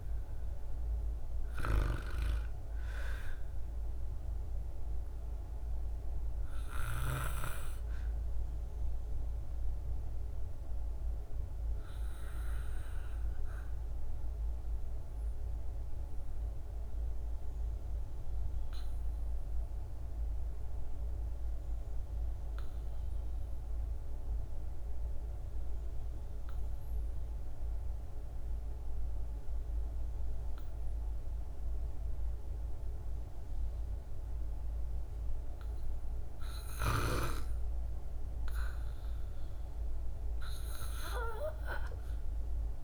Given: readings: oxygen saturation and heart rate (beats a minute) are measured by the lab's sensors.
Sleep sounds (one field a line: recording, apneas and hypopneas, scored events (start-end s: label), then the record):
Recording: breathing in sleep by a room microphone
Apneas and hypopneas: 1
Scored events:
0.00-19.50 s: oxygen desaturation (device-marked, oxygen 82% lowest, heart rate 51 extreme)
4.50-36.50 s: obstructive apnea (oxygen 97% before, 82% lowest, heart rate 61 before, 51 extreme, up 3 after)
35.50-42.83 s: oxygen desaturation (device-marked, oxygen 98% before, 82% lowest, heart rate 57 before, 52 extreme)
40.50-42.83 s: arousal
From the record:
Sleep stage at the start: REM sleep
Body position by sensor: on the back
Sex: female